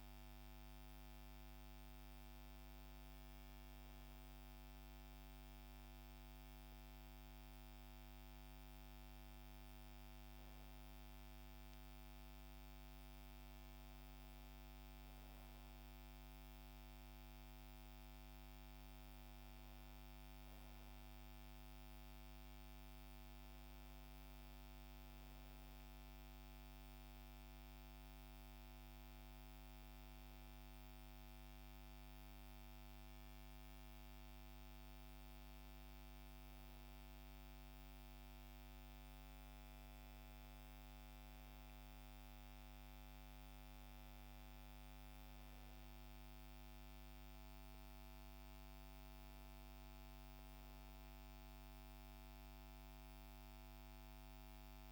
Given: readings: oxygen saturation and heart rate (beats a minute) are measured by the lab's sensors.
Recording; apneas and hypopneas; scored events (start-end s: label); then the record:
a person awake in a sleep study, hard to hear, by a microphone on the trachea; none
none scored
From the record:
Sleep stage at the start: awake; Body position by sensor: on the back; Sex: female